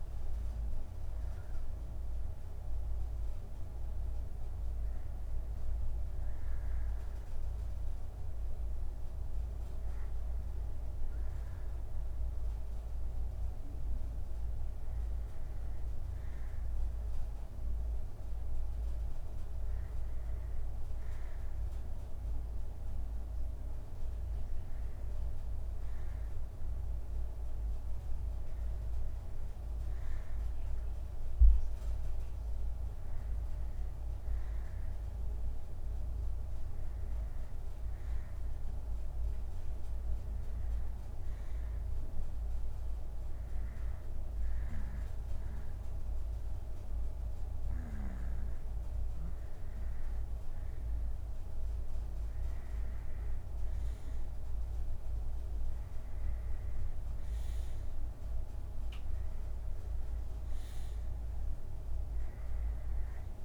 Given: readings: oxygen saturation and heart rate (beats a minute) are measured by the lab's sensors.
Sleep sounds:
breathing in sleep, hard to hear, by a room microphone; 1
16.50-18.50 s: bradycardia (device-marked, heart rate 67 before, 64 extreme)
23.50-30.50 s: oxygen desaturation (device-marked, oxygen 95% before, 93% lowest, heart rate 62 before, 56 extreme)
32.50-36.00 s: arousal
39.50-52.00 s: hypopnea (oxygen 95% before, 89% lowest, heart rate 67 before, 56 extreme, up 1 after)
50.50-54.50 s: bradycardia (device-marked, heart rate 67 before, 56 extreme)
53.00-57.50 s: arousal
From the record:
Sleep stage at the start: N2 (light sleep); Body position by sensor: on the back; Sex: male

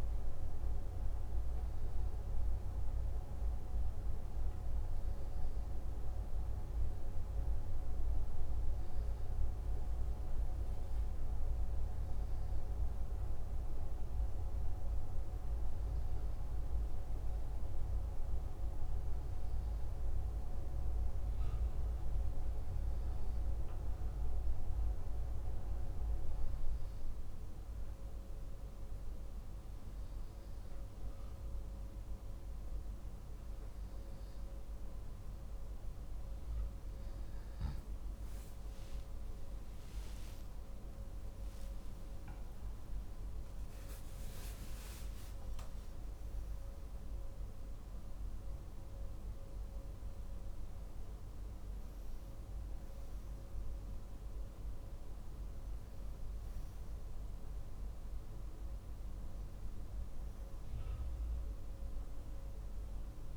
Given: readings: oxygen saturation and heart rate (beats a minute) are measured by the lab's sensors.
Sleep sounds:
breathing in sleep, hard to hear, by a room microphone; none
40.50-45.50 s: arousal
From the record:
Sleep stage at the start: N2 (light sleep); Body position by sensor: on the left side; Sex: male

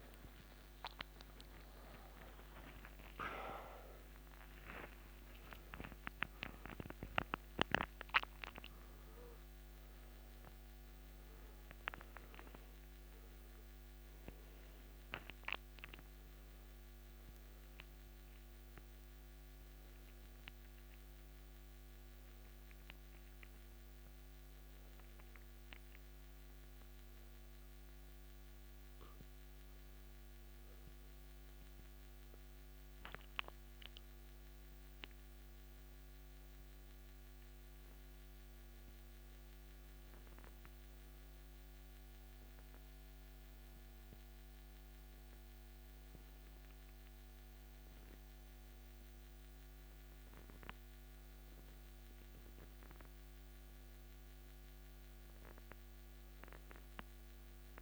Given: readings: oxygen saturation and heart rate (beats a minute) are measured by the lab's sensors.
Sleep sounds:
a person awake in a sleep study, by a microphone on the trachea; none
none scored
From the record:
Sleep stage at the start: awake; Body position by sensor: upright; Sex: male

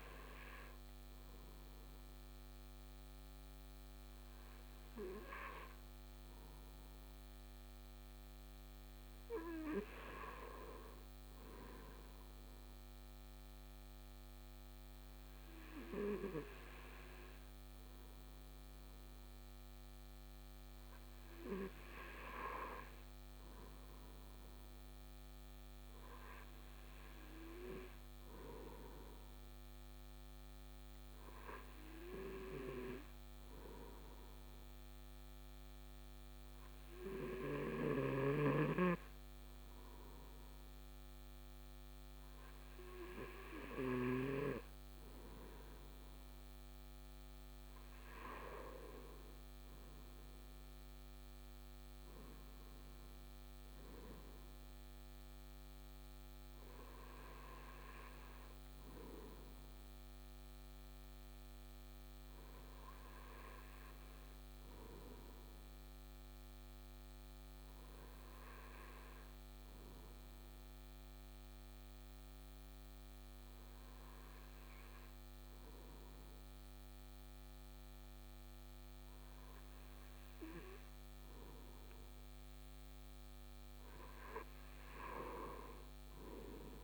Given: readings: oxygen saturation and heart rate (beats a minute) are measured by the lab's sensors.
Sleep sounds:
breathing in sleep by a microphone on the trachea; 2
25.00-43.50 s: hypopnea (oxygen 96% before, 96% lowest, heart rate 53 before, 51 extreme, up 2 after)
46.00-51.50 s: arousal
62.00-81.00 s: hypopnea (oxygen 96% before, 96% lowest, heart rate 54 before, 49 extreme, up 5 after)
83.00-86.50 s: arousal
From the record:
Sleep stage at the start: N2 (light sleep); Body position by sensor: on the right side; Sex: male

